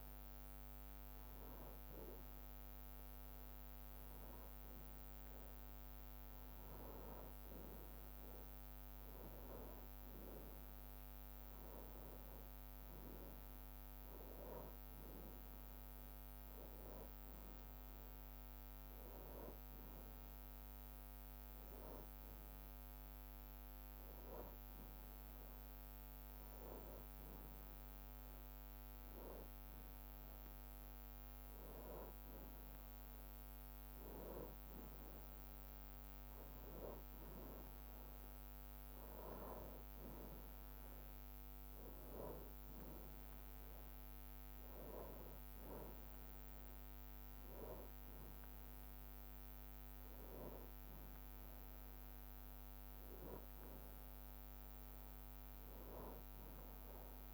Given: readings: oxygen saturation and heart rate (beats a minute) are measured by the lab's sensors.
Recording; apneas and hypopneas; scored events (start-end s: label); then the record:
breathing in sleep by a microphone on the trachea; none
0.00-6.00 s: bradycardia (device-marked, heart rate 55 extreme)
51.00-57.34 s: bradycardia (device-marked, heart rate 62 before, 55 extreme)
From the record:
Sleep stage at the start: N2 (light sleep); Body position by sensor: on the back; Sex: male